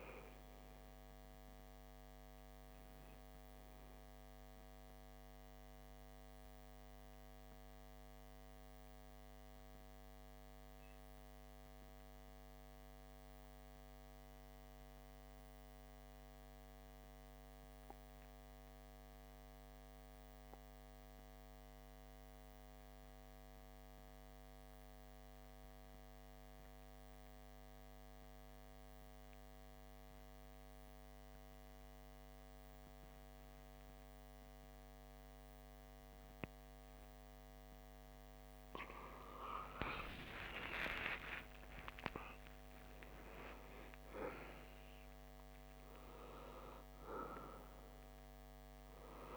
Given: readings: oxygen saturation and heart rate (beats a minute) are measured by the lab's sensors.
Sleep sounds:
breathing in sleep by a microphone on the trachea; 1
0.00-14.50 s: oxygen desaturation (device-marked, oxygen 93% lowest, heart rate 29 extreme)
4.00-37.00 s: obstructive apnea (oxygen 97% before, 89% lowest)
32.50-49.37 s: oxygen desaturation (device-marked, oxygen 98% before, 89% lowest)
39.00-43.00 s: arousal
From the record:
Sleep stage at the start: N2 (light sleep); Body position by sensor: on the back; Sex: male

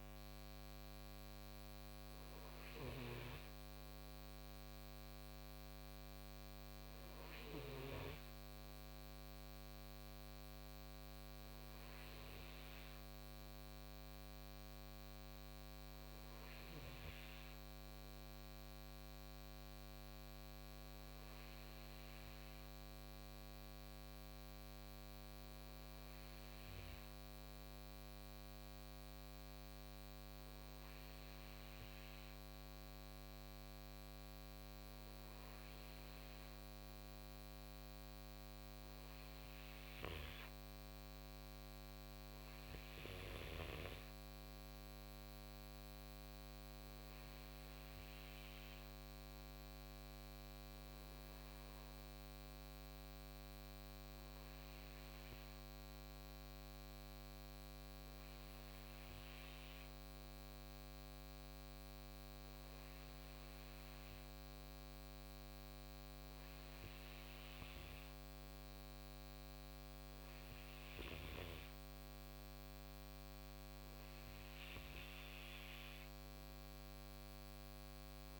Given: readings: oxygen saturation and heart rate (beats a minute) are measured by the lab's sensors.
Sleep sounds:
breathing in sleep, hard to hear, by a microphone on the trachea; none
none scored
From the record:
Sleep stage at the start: REM sleep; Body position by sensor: on the right side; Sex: male

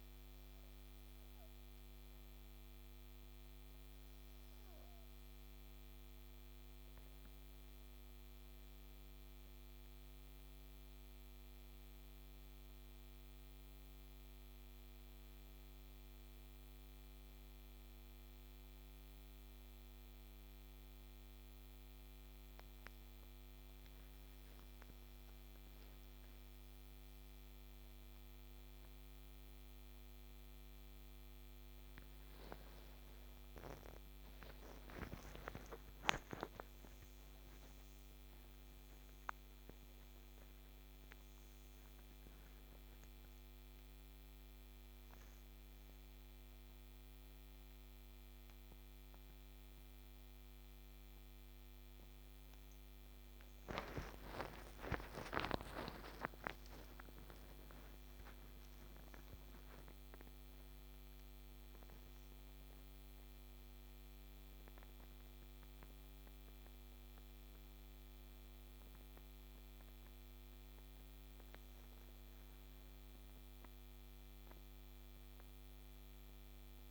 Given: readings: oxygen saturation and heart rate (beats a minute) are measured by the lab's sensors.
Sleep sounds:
a person awake in a sleep study, by a microphone on the trachea; none
16.00-76.91 s: new sleep stage, awake
51.00-64.00 s: oxygen desaturation (device-marked, oxygen 97% before, 94% lowest, heart rate 128 before, 54 extreme)
From the record:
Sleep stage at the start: N3 (deep sleep); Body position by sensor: on the back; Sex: female

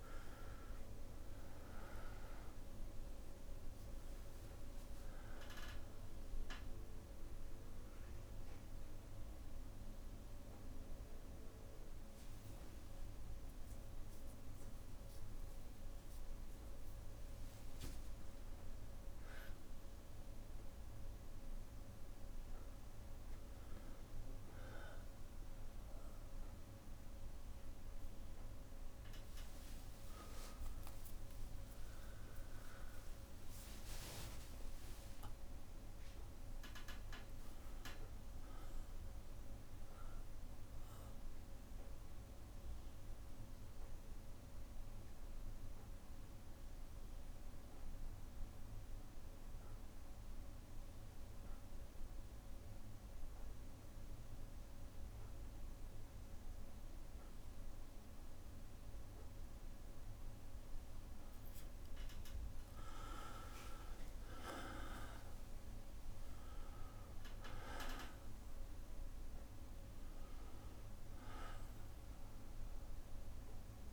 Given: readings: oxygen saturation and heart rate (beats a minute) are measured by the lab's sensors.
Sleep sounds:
a person partly awake in a sleep study, by a room microphone; 1
0.00-1.50 s: bradycardia (device-marked, heart rate 65 extreme)
0.00-18.50 s: oxygen desaturation (device-marked, oxygen 91% lowest, heart rate 54 extreme)
1.50-31.50 s: new sleep stage, awake
5.00-7.00 s: long interval between heartbeats (device-marked, heart rate 63 before, 76 extreme)
28.50-35.50 s: tachycardia (device-marked, heart rate 66 before, 139 extreme)
31.00-33.00 s: long interval between heartbeats (device-marked, heart rate 64 before, 99 extreme)
31.50-73.93 s: new sleep stage, N2 (light sleep)
33.00-35.00 s: long interval between heartbeats (device-marked, heart rate 68 before, 127 extreme)
42.00-59.50 s: obstructive apnea (oxygen 99% before, 94% lowest, heart rate 88 before, 60 extreme, up 4 after)
61.50-65.50 s: arousal
64.50-73.93 s: oxygen desaturation (device-marked, oxygen 99% before, 94% lowest, heart rate 61 before, 54 extreme)
From the record:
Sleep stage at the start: N2 (light sleep); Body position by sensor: on the back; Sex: male

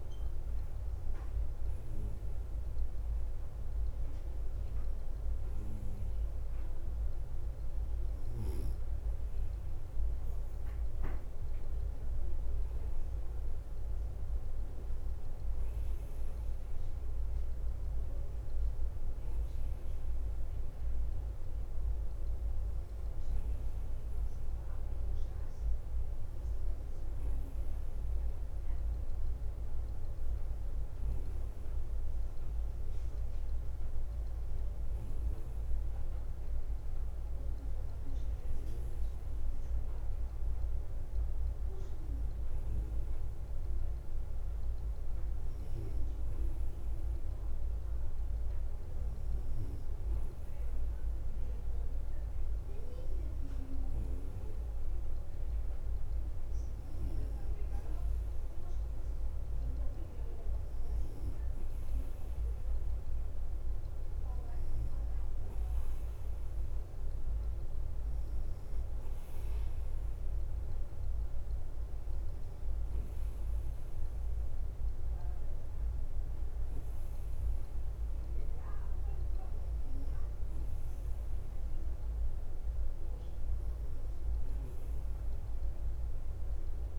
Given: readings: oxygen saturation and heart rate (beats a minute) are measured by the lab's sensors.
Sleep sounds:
breathing in sleep, hard to hear, by a room microphone; none
0.00-86.99 s: bradycardia (device-marked, heart rate 49 extreme)
72.00-74.00 s: long interval between heartbeats (device-marked, heart rate 54 before, 58 extreme)
From the record:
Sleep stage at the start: N3 (deep sleep); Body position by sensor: on the right side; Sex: male

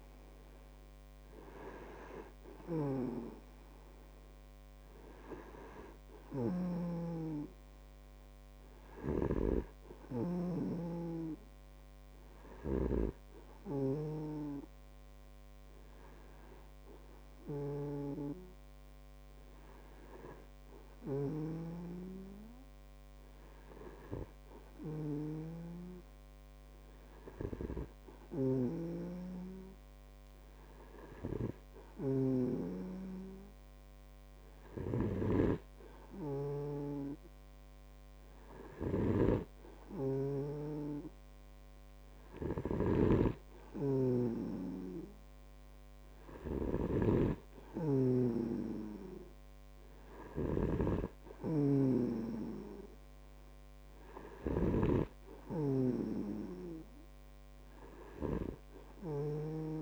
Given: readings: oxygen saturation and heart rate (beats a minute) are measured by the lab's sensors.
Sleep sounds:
breathing in sleep by a microphone on the trachea; none
3.00-22.00 s: snoring (device-marked)
28.50-33.00 s: snoring (device-marked)
35.00-59.82 s: snoring (device-marked)
From the record:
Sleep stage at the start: N2 (light sleep); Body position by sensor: on the back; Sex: male

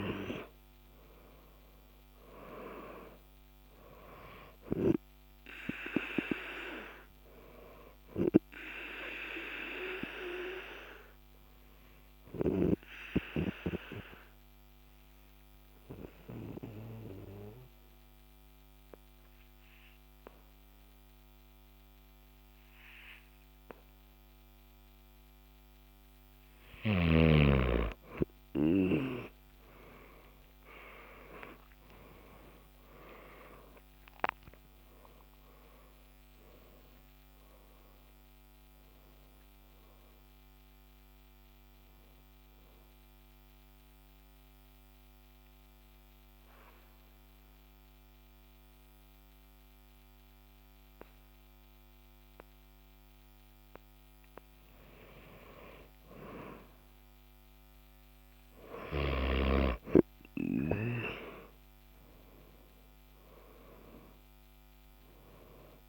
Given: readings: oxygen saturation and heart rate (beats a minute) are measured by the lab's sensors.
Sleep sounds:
breathing in sleep by a microphone on the trachea; 2
0.00-1.50 s: arousal
10.50-26.50 s: obstructive apnea (oxygen 99% before, 94% lowest, heart rate 57 before, 49 extreme, up 38 after)
24.50-32.50 s: oxygen desaturation (device-marked, oxygen 98% before, 95% lowest, heart rate 53 before, 49 extreme)
28.50-33.50 s: arousal
43.00-54.50 s: obstructive apnea (oxygen 98% before, 94% lowest, heart rate 81 before, 48 extreme, up 27 after)
57.50-63.50 s: oxygen desaturation (device-marked, oxygen 98% before, 94% lowest, heart rate 66 before, 48 extreme)
61.00-64.50 s: arousal
From the record:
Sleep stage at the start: N2 (light sleep); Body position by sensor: on the back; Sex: male

